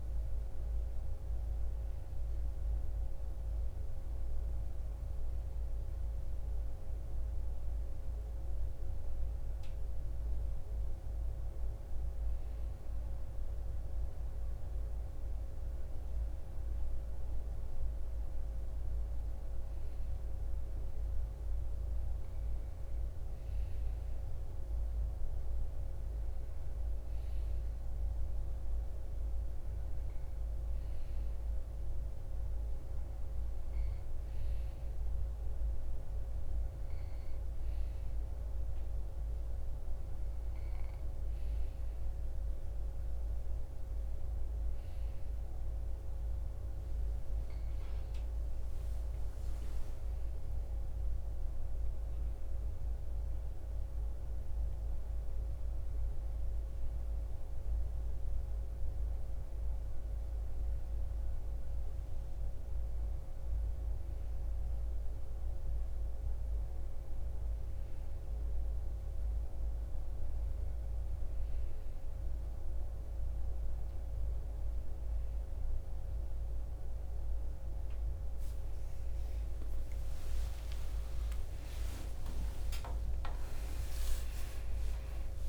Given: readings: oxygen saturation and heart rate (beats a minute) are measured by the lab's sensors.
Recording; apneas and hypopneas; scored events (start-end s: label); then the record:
breathing in sleep, hard to hear, by a room microphone; none
0.00-3.00 s: oxygen desaturation (device-marked, oxygen 89% lowest)
2.50-7.00 s: arousal
42.00-85.49 s: new sleep stage, N1 (lightest sleep)
80.00-85.00 s: arousal
From the record:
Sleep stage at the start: N2 (light sleep); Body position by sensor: on the front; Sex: male